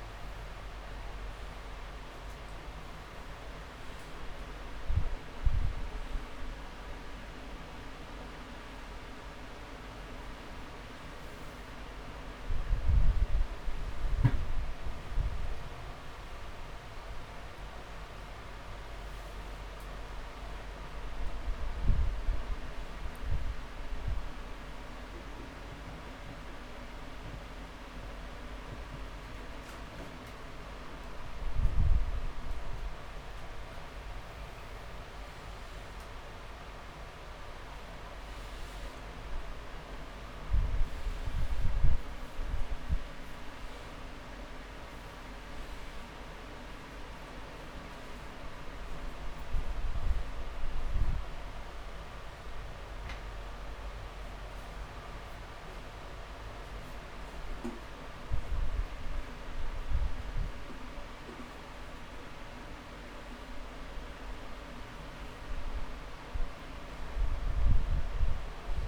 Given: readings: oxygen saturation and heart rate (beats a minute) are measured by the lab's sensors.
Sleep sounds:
breathing in sleep, hard to hear, by a room microphone; none
0.00-5.50 s: drop in pulse transit time (device-marked)
1.00-3.00 s: long interval between heartbeats (device-marked, heart rate 49 before, 83 extreme)
9.00-11.00 s: long interval between heartbeats (device-marked)
17.50-19.50 s: long interval between heartbeats (device-marked)
22.50-24.50 s: long interval between heartbeats (device-marked)
22.50-32.50 s: drop in pulse transit time (device-marked)
31.50-33.50 s: long interval between heartbeats (device-marked)
36.50-38.50 s: long interval between heartbeats (device-marked)
37.50-42.50 s: arousal
41.00-43.00 s: long interval between heartbeats (device-marked)
46.50-64.50 s: oxygen desaturation (device-marked, oxygen 99% before, 94% lowest)
50.00-52.00 s: long interval between heartbeats (device-marked)
51.50-68.50 s: drop in pulse transit time (device-marked)
53.00-55.00 s: long interval between heartbeats (device-marked)
55.00-57.00 s: long interval between heartbeats (device-marked)
59.50-61.50 s: long interval between heartbeats (device-marked, heart rate 30 before, 49 extreme)
64.50-66.50 s: long interval between heartbeats (device-marked, heart rate 35 before, 37 extreme)
From the record:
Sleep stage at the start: N2 (light sleep); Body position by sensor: upright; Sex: male

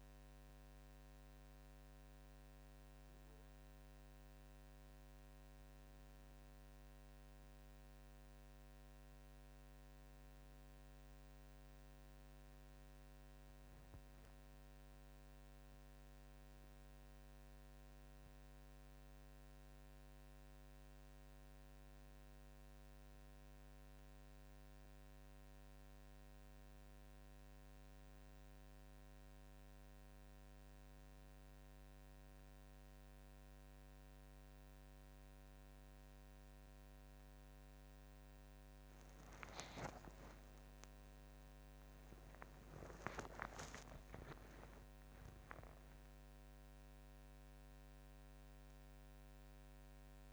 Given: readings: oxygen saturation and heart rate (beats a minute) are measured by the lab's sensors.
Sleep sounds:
a person awake in a sleep study, by a microphone on the trachea; none
none scored
From the record:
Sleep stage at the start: awake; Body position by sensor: on the back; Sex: female

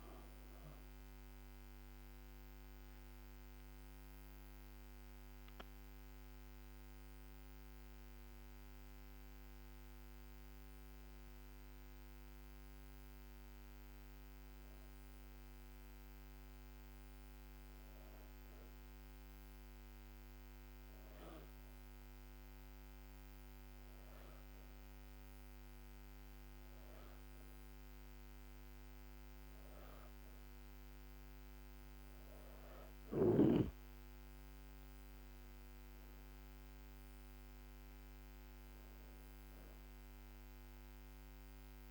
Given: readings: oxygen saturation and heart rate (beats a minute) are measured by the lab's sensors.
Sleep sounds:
breathing in sleep, hard to hear, by a microphone on the trachea; 1
1.00-16.00 s: hypopnea (oxygen 97% before, 95% lowest, heart rate 79 before, 69 extreme, up 4 after)
18.00-21.00 s: arousal
From the record:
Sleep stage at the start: N2 (light sleep); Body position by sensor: on the back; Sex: female

